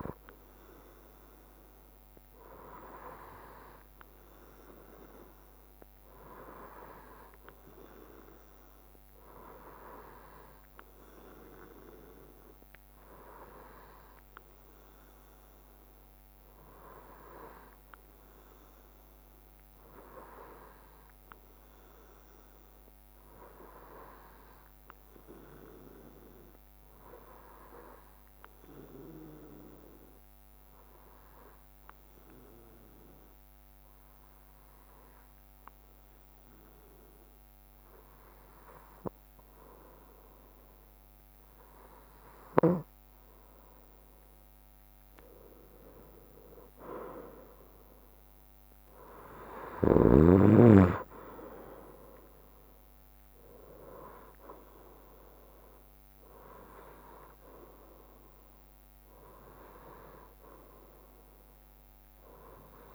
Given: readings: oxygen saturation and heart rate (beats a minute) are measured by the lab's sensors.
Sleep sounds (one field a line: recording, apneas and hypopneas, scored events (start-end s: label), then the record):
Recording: breathing in sleep by a microphone on the trachea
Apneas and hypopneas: 1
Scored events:
26.50-39.00 s: hypopnea (oxygen 95% before, 93% lowest, heart rate 64 before, 62 extreme, up 0 after)
38.50-62.95 s: new sleep stage, N2 (light sleep)
46.50-51.00 s: arousal
48.50-61.50 s: drop in pulse transit time (device-marked, heart rate 64 before, 63 extreme)
From the record:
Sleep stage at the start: N3 (deep sleep)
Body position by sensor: on the right side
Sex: male